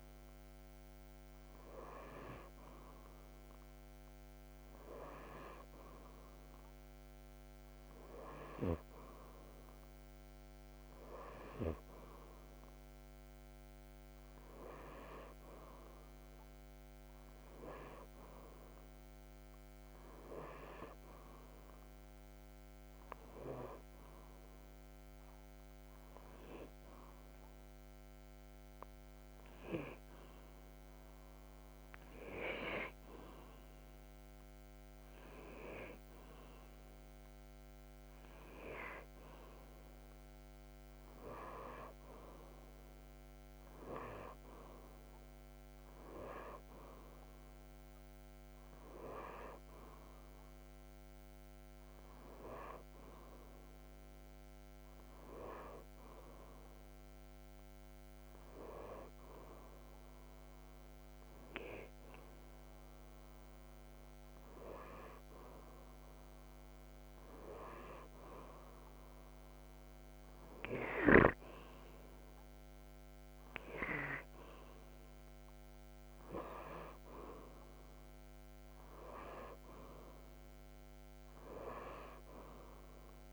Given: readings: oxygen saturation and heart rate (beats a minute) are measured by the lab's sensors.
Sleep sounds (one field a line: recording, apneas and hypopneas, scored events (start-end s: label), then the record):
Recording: breathing in sleep by a microphone on the trachea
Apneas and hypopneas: none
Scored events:
none scored
From the record:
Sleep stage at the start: N2 (light sleep)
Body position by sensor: upright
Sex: male